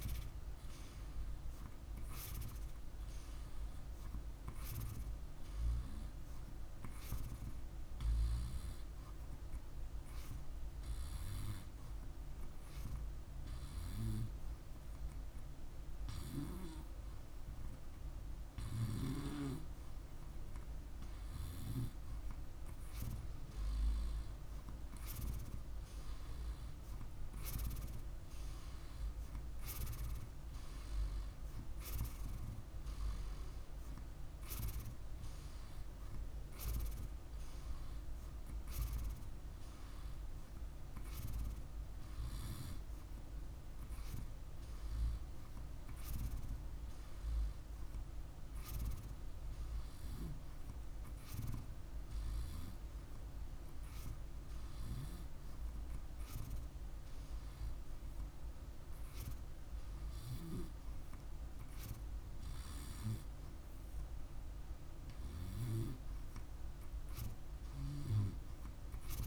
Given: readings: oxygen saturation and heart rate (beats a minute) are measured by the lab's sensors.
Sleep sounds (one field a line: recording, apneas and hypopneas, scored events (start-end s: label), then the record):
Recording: breathing in sleep by a room microphone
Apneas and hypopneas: 1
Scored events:
3.00-6.50 s: arousal
10.50-23.00 s: hypopnea (oxygen 100% before, 96% lowest, heart rate 52 before, 52 extreme, up 1 after)
25.00-28.50 s: arousal
From the record:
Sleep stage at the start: N2 (light sleep)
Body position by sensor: on the right side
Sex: male